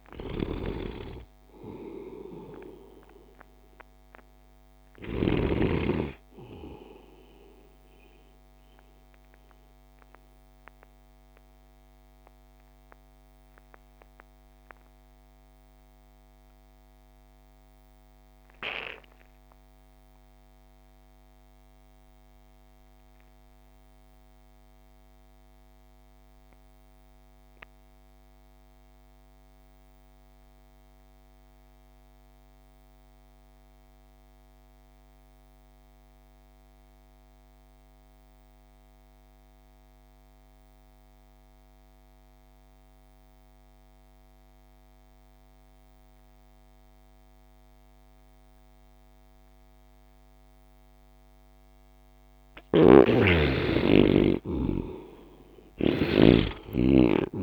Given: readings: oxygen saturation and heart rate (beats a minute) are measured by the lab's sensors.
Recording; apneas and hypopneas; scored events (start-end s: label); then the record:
breathing in sleep by a microphone on the trachea; 1
0.00-5.50 s: snoring (device-marked)
0.00-16.50 s: oxygen desaturation (device-marked, oxygen 64% lowest)
9.00-52.50 s: mixed apnea (oxygen 87% before, 63% lowest)
27.50-57.43 s: oxygen desaturation (device-marked, oxygen 99% before, 63% lowest)
52.50-57.43 s: snoring (device-marked)
54.00-57.43 s: arousal
From the record:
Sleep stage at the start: REM sleep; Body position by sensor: on the right side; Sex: male